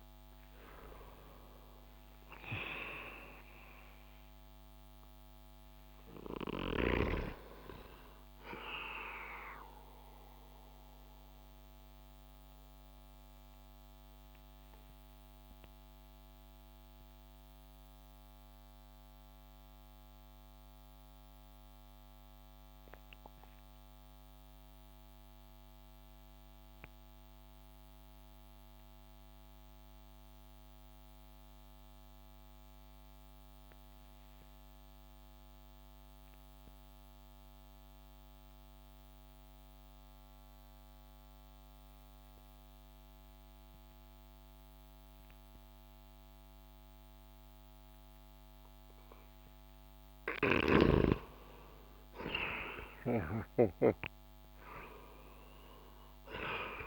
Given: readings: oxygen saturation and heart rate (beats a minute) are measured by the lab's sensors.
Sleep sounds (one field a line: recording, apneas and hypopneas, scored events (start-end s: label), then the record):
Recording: breathing in sleep by a microphone on the trachea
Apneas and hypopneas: 1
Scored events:
0.00-23.50 s: oxygen desaturation (device-marked, oxygen 88% lowest)
9.50-50.00 s: mixed apnea (oxygen 95% before, 88% lowest)
47.50-56.87 s: oxygen desaturation (device-marked, oxygen 96% before, 89% lowest)
51.50-56.00 s: arousal
From the record:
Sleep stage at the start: N2 (light sleep)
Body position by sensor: on the back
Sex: male